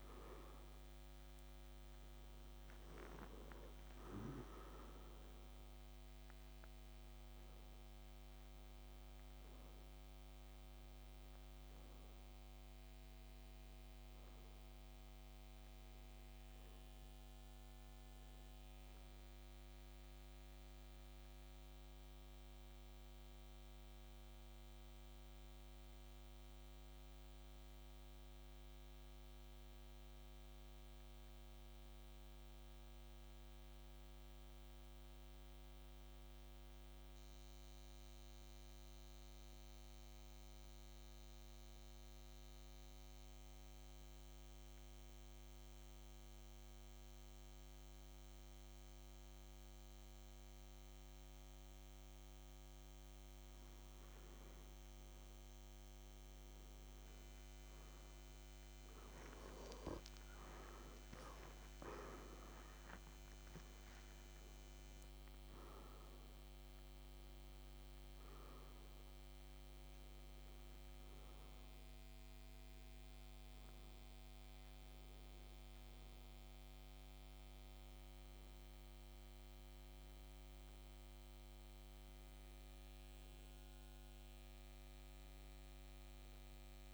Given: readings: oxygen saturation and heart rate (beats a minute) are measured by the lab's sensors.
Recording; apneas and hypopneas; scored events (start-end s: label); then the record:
breathing in sleep, hard to hear, by a microphone on the trachea; 1
15.50-19.00 s: arousal
21.00-53.00 s: central apnea (oxygen 95% before, 90% lowest, heart rate 57 before, 54 extreme, up 2 after)
21.50-43.50 s: oxygen desaturation (device-marked, oxygen 93% before, 90% lowest, heart rate 58 before, 54 extreme)
56.00-61.00 s: arousal
63.50-86.94 s: oxygen desaturation (device-marked, oxygen 97% before, 91% lowest, heart rate 55 before, 53 extreme)
From the record:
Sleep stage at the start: N1 (lightest sleep); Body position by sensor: on the back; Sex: male